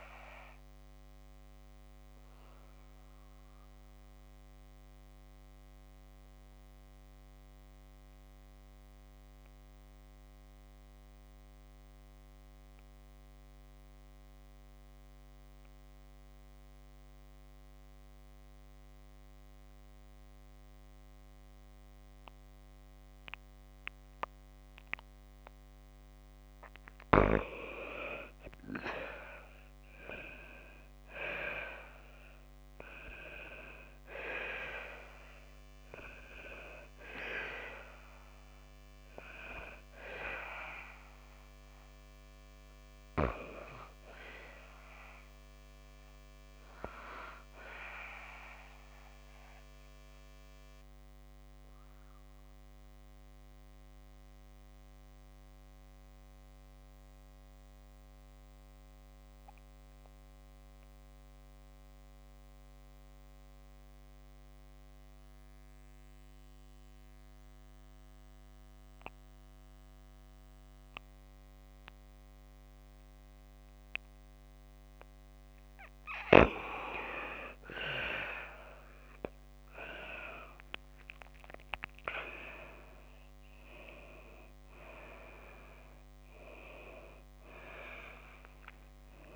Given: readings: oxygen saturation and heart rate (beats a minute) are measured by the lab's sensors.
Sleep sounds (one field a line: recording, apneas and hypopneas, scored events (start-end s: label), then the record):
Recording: breathing in sleep by a microphone on the trachea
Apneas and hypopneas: 2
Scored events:
0.00-28.00 s: oxygen desaturation (device-marked, oxygen 84% lowest, heart rate 53 extreme)
1.00-24.50 s: obstructive apnea (oxygen 98% before, 84% lowest, heart rate 57 before, 53 extreme, up 3 after)
28.50-33.00 s: arousal
48.50-74.50 s: mixed apnea (oxygen 97% before, 86% lowest, heart rate 56 before, 52 extreme, up 6 after)
58.00-75.00 s: oxygen desaturation (device-marked, oxygen 94% before, 86% lowest, heart rate 55 before, 52 extreme)
76.00-89.35 s: new sleep stage, awake
From the record:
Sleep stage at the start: N2 (light sleep)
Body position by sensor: on the back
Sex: female